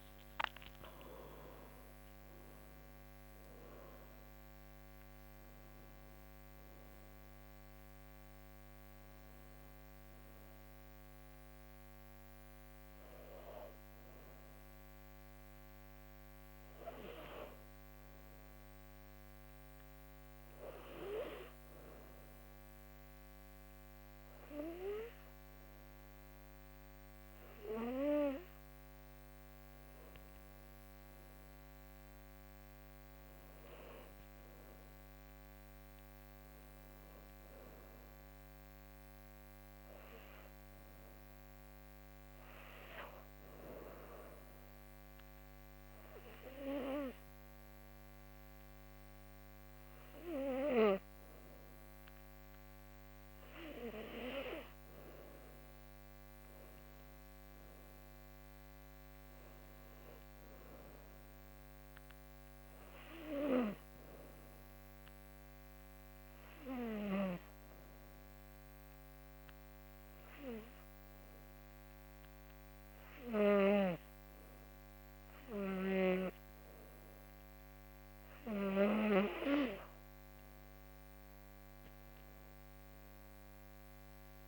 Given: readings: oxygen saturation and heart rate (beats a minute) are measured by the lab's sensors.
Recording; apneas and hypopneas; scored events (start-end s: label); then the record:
breathing in sleep by a microphone on the trachea; 3
0.00-2.00 s: arousal
0.00-10.50 s: oxygen desaturation (device-marked, oxygen 90% lowest, heart rate 76 extreme)
20.50-30.50 s: obstructive apnea (oxygen 97% before, 91% lowest, heart rate 85 before, 76 extreme, up 9 after)
35.00-38.00 s: arousal
38.50-50.50 s: oxygen desaturation (device-marked, oxygen 97% before, 91% lowest, heart rate 79 before, 77 extreme)
44.50-54.50 s: obstructive apnea (oxygen 97% before, 88% lowest, heart rate 80 before, 79 extreme, up 10 after)
56.00-59.00 s: arousal
59.50-73.50 s: oxygen desaturation (device-marked, oxygen 97% before, 93% lowest, heart rate 81 before, 80 extreme)
65.00-79.00 s: obstructive apnea (oxygen 97% before, 88% lowest, heart rate 81 before, 80 extreme, up 5 after)
80.50-83.50 s: arousal
80.50-84.48 s: oxygen desaturation (device-marked, oxygen 96% before, 88% lowest, heart rate 82 before, 74 extreme)
From the record:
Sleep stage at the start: N2 (light sleep); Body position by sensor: on the back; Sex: female